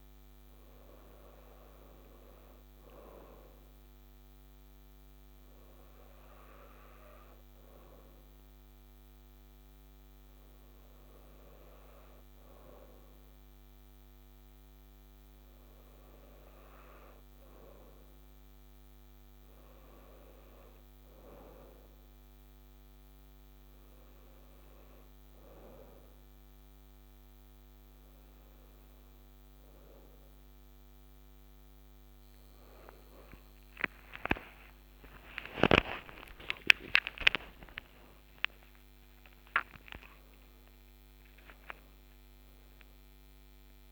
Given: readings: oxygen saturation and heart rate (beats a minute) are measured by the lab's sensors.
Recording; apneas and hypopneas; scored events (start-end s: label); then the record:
breathing in sleep by a microphone on the trachea; none
30.00-43.92 s: new sleep stage, N2 (light sleep)
34.50-41.50 s: arousal
From the record:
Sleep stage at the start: N3 (deep sleep); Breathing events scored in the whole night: 86 in 5.5 hours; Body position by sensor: on the right side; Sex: female